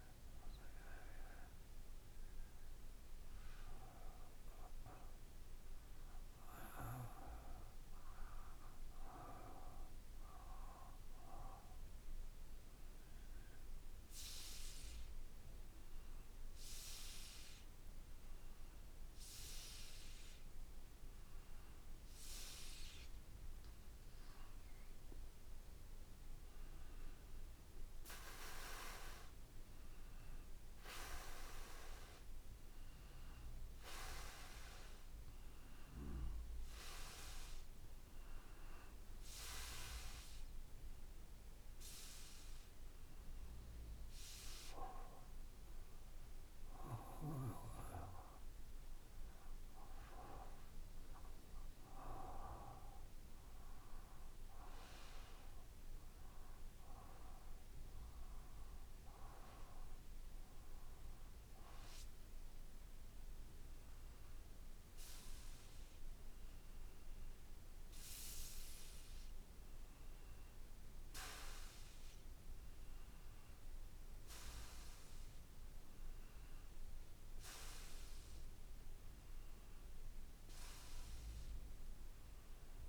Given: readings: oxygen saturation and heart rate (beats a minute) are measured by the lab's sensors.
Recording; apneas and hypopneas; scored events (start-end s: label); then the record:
breathing in sleep by a room microphone; none
none scored
From the record:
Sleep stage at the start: N2 (light sleep); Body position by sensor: on the back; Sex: male